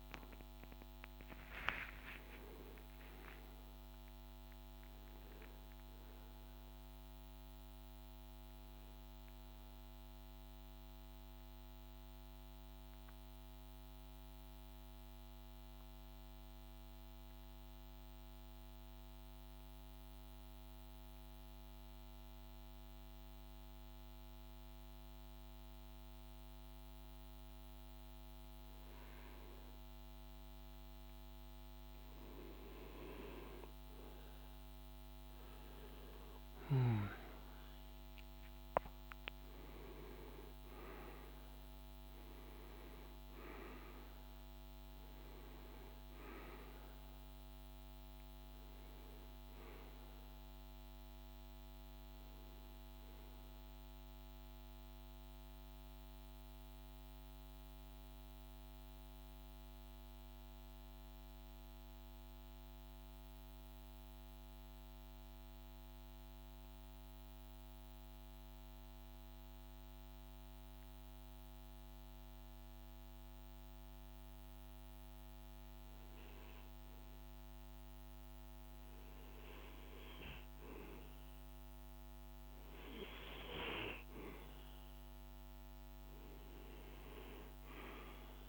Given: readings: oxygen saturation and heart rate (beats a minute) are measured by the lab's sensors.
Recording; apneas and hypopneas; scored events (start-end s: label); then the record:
breathing in sleep by a microphone on the trachea; 2
10.50-27.00 s: hypopnea (oxygen 99% before, 91% lowest, heart rate 70 before, 50 extreme, up 2 after)
28.00-57.00 s: oxygen desaturation (device-marked, oxygen 98% before, 91% lowest, heart rate 52 before, 52 extreme)
30.00-88.49 s: new sleep stage, N2 (light sleep)
32.50-38.00 s: arousal
59.00-70.00 s: central apnea (oxygen 98% before, 92% lowest, heart rate 56 before, 54 extreme, up 1 after)
74.00-78.50 s: arousal
76.00-88.49 s: oxygen desaturation (device-marked, oxygen 99% before, 92% lowest, heart rate 55 before, 52 extreme)
From the record:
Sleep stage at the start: N1 (lightest sleep); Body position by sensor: on the right side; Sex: male